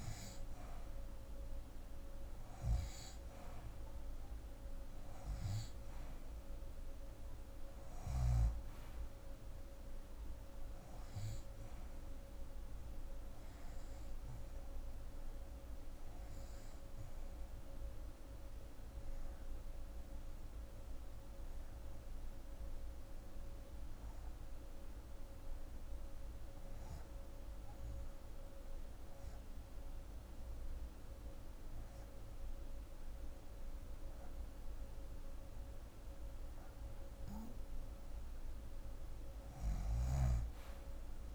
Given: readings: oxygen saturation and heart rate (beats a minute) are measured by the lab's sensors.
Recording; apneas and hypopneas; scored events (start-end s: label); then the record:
breathing in sleep, hard to hear, by a room microphone; 1
0.00-1.50 s: arousal
18.00-37.00 s: hypopnea (oxygen 90% before, 83% lowest, heart rate 83 before, 40 extreme, up 1 after)
36.00-41.35 s: oxygen desaturation (device-marked, oxygen 90% before, 84% lowest, heart rate 143 before, 40 extreme)
40.00-41.35 s: arousal
From the record:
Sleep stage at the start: REM sleep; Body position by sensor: on the left side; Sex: female